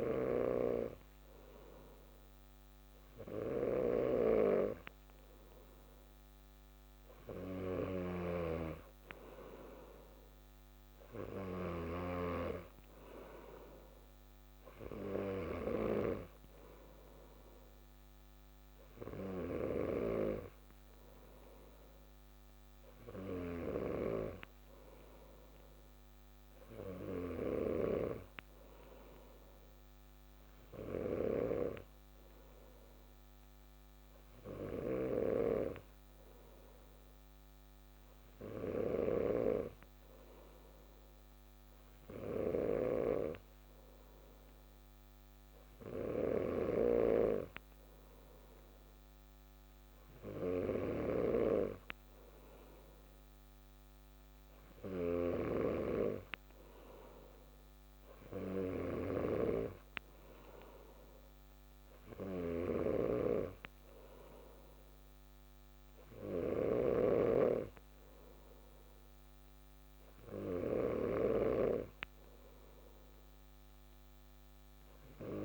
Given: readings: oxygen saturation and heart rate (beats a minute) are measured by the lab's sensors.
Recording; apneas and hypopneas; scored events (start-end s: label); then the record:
breathing in sleep by a microphone on the trachea; none
7.00-11.50 s: snoring (device-marked)
38.00-50.50 s: snoring (device-marked)
58.50-66.50 s: snoring (device-marked)
From the record:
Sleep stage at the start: N2 (light sleep); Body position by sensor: on the back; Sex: male